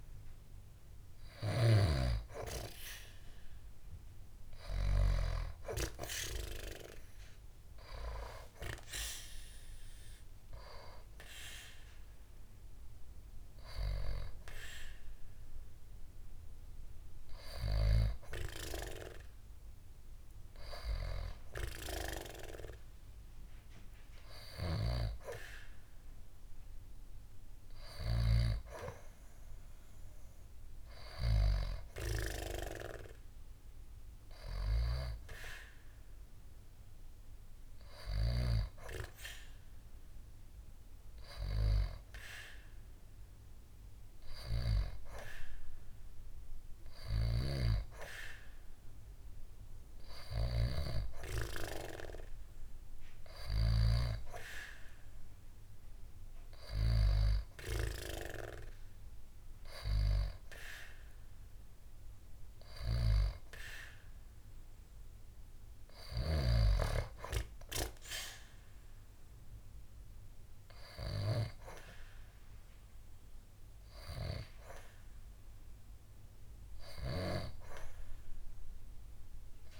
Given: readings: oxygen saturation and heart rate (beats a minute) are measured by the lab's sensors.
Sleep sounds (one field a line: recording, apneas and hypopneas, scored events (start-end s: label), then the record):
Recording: breathing in sleep by a room microphone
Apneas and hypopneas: none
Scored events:
none scored
From the record:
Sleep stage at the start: N2 (light sleep)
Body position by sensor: on the back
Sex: female